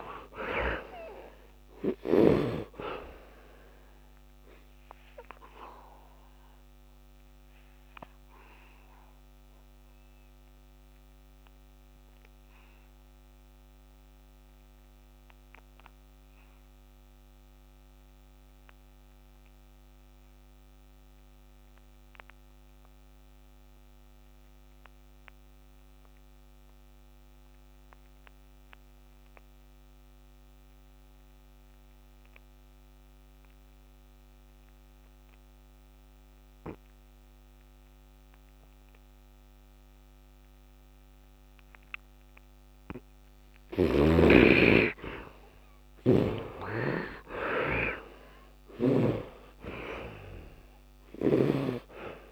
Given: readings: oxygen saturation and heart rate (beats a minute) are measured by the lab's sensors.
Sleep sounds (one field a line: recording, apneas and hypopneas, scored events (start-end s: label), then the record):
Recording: breathing in sleep by a microphone on the trachea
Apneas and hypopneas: 1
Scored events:
0.00-2.00 s: arousal
0.00-2.50 s: snoring (device-marked)
0.00-20.50 s: oxygen desaturation (device-marked, oxygen 56% lowest, heart rate 67 extreme)
6.00-43.00 s: obstructive apnea (oxygen 99% before, 48% lowest, heart rate 80 before, 67 extreme, up 17 after)
25.50-52.32 s: oxygen desaturation (device-marked, oxygen 98% before, 48% lowest, heart rate 75 before, 69 extreme)
43.50-49.00 s: snoring (device-marked)
44.50-48.50 s: arousal
From the record:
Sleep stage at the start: N2 (light sleep)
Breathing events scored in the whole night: 417 in 5.0 hours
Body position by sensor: on the right side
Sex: male